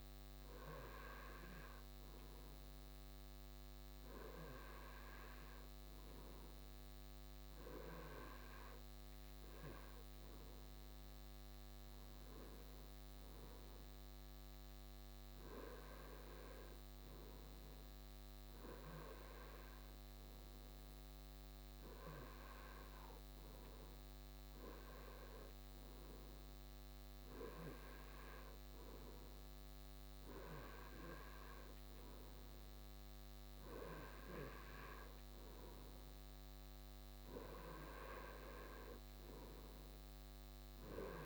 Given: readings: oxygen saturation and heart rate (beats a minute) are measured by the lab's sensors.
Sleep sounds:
breathing in sleep by a microphone on the trachea; none
none scored
From the record:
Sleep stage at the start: N2 (light sleep); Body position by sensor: on the right side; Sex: male

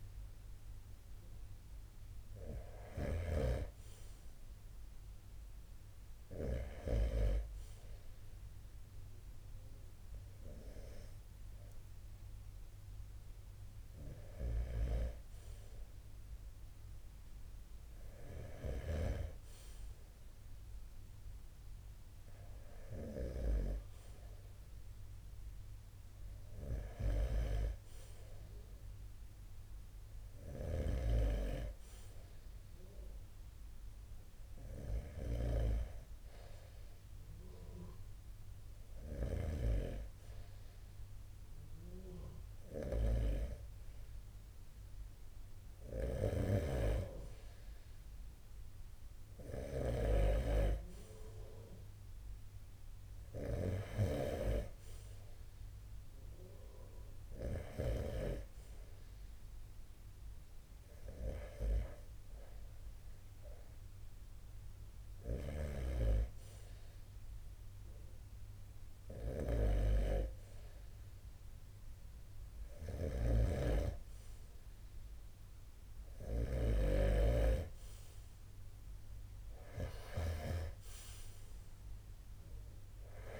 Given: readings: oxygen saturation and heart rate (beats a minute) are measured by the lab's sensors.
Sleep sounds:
breathing in sleep by a room microphone; 3
0.00-6.00 s: snoring (device-marked)
1.00-11.00 s: oxygen desaturation (device-marked, oxygen 89% before, 85% lowest, heart rate 58 before, 34 extreme)
6.00-17.00 s: hypopnea (oxygen 89% before, 85% lowest, heart rate 54 before, 34 extreme, up 7 after)
19.50-23.50 s: arousal
27.00-48.00 s: oxygen desaturation (device-marked, oxygen 94% before, 88% lowest, heart rate 55 before, 30 extreme)
33.50-45.00 s: hypopnea (oxygen 95% before, 87% lowest, heart rate 50 before, 30 extreme, up 30 after)
38.00-53.50 s: snoring (device-marked)
49.00-53.00 s: arousal
59.00-72.50 s: hypopnea (oxygen 90% before, 87% lowest, heart rate 47 before, 38 extreme, up 32 after)
72.00-83.00 s: snoring (device-marked)
77.50-82.50 s: arousal
From the record:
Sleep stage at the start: N2 (light sleep); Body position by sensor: on the right side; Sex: male

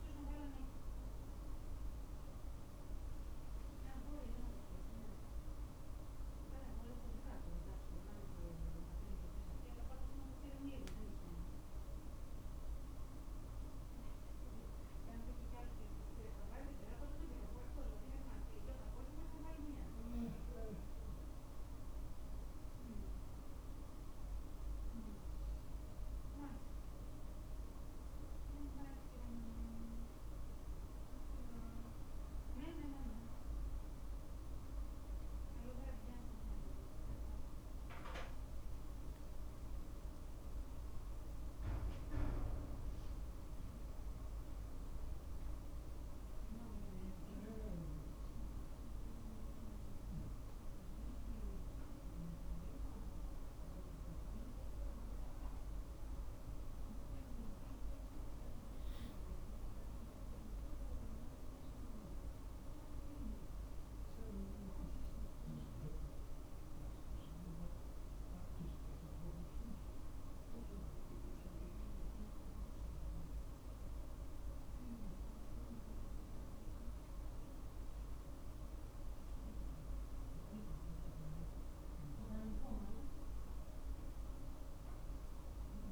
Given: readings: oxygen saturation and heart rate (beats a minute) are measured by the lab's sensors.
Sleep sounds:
a person awake in a sleep study, by a room microphone; none
none scored
From the record:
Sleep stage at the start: awake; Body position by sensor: on the back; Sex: male

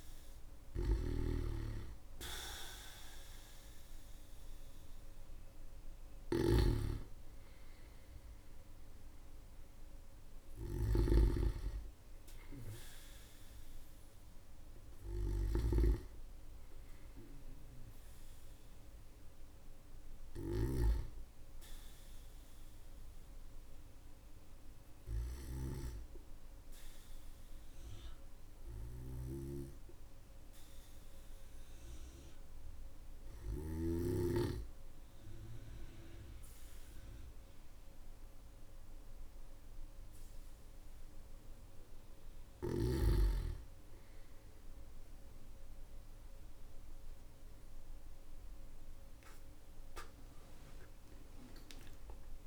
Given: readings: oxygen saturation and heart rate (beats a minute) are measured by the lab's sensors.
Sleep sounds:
breathing in sleep by a room microphone; 1
0.00-20.50 s: snoring (device-marked)
23.50-40.50 s: hypopnea (oxygen 97% before, 95% lowest, heart rate 50 before, 47 extreme, up 12 after)
28.50-33.50 s: snoring (device-marked)
47.50-52.47 s: arousal
From the record:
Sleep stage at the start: N2 (light sleep); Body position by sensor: on the back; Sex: male

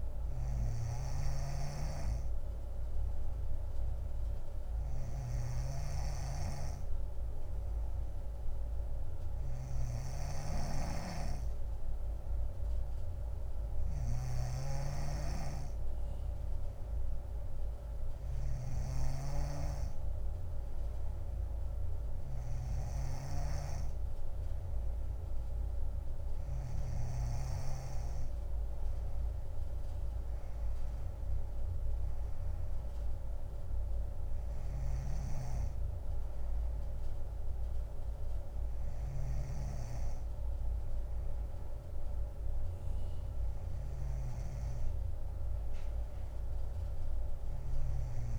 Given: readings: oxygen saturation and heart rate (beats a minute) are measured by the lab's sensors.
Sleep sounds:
breathing in sleep by a room microphone; none
0.00-27.50 s: snoring (device-marked)
35.00-48.39 s: snoring (device-marked)
From the record:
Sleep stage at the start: N2 (light sleep); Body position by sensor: on the front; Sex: female

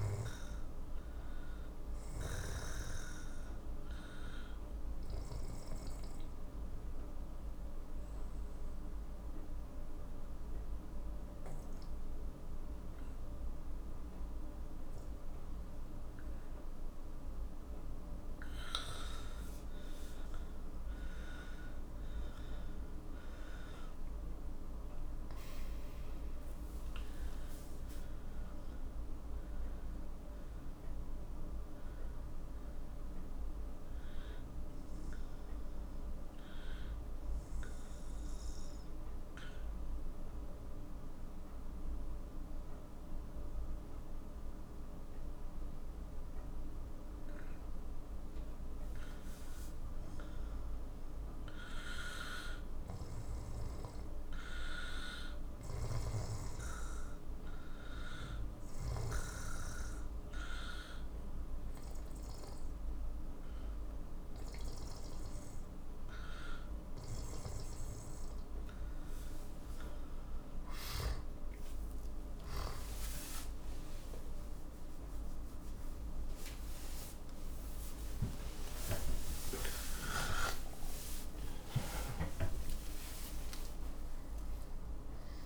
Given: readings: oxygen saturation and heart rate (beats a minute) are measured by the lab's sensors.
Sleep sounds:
breathing in sleep by a room microphone; 3
7.50-19.00 s: obstructive apnea (oxygen 95% before, 91% lowest, heart rate 55 before, 45 extreme, up 11 after)
21.00-24.50 s: arousal
23.50-45.50 s: oxygen desaturation (device-marked, oxygen 96% before, 91% lowest, heart rate 54 before, 45 extreme)
38.50-49.50 s: obstructive apnea (oxygen 96% before, 91% lowest, heart rate 58 before, 45 extreme, up 13 after)
51.50-55.50 s: arousal
60.00-71.00 s: hypopnea (oxygen 97% before, 92% lowest, heart rate 50 before, 54 extreme)
From the record:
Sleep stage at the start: N2 (light sleep); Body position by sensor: on the back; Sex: male

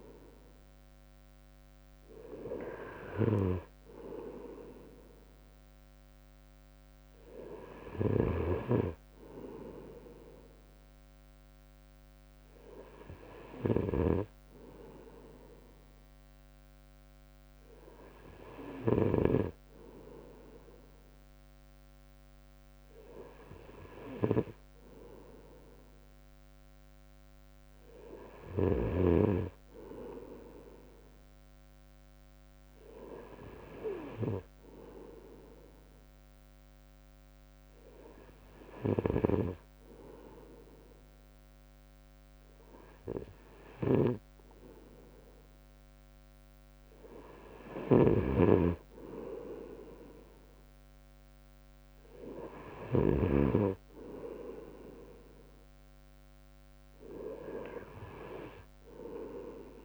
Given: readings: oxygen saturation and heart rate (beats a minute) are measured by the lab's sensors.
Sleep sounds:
breathing in sleep by a microphone on the trachea; none
none scored
From the record:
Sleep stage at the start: N2 (light sleep); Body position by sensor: on the right side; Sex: male

